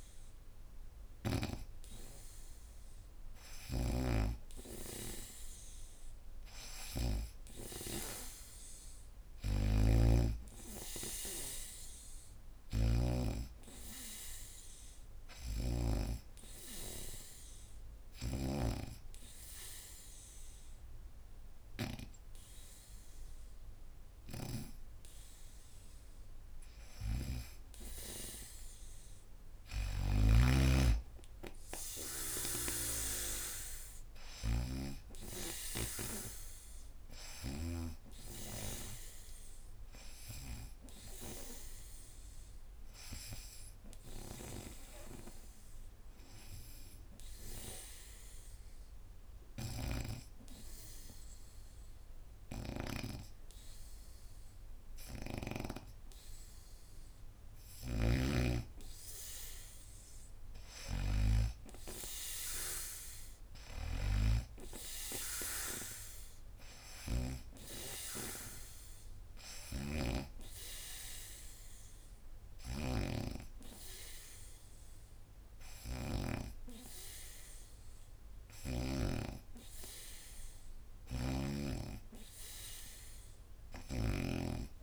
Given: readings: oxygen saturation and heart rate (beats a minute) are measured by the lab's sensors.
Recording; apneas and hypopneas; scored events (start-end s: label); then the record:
breathing in sleep by a room microphone; 2
0.00-18.50 s: snoring (device-marked)
9.50-12.50 s: arousal
15.00-27.50 s: obstructive apnea (oxygen 94% before, 88% lowest, heart rate 75 before, 72 extreme, up 0 after)
17.00-30.00 s: oxygen desaturation (device-marked, oxygen 94% before, 91% lowest, heart rate 75 before, 72 extreme)
29.50-37.50 s: snoring (device-marked)
31.00-35.00 s: arousal
36.00-46.00 s: oxygen desaturation (device-marked, oxygen 95% before, 91% lowest, heart rate 77 before, 72 extreme)
46.50-57.50 s: obstructive apnea (oxygen 95% before, 88% lowest, heart rate 76 before, 74 extreme, up 3 after)
57.50-78.50 s: snoring (device-marked)
59.50-63.00 s: arousal
67.00-84.00 s: oxygen desaturation (device-marked, oxygen 98% before, 88% lowest, heart rate 75 before, 73 extreme)
80.50-84.00 s: snoring (device-marked)
From the record:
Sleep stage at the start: N2 (light sleep); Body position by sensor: on the back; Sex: female